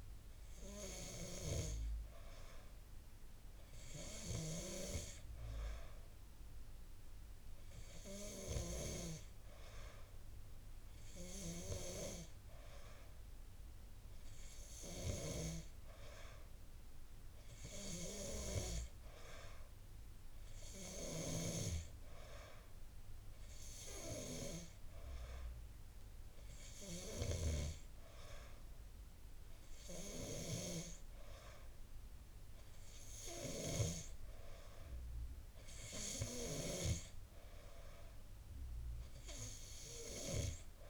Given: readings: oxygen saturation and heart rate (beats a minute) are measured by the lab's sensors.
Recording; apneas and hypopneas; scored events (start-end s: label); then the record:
breathing in sleep by a room microphone; none
none scored
From the record:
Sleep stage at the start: N2 (light sleep); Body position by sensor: on the back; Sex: male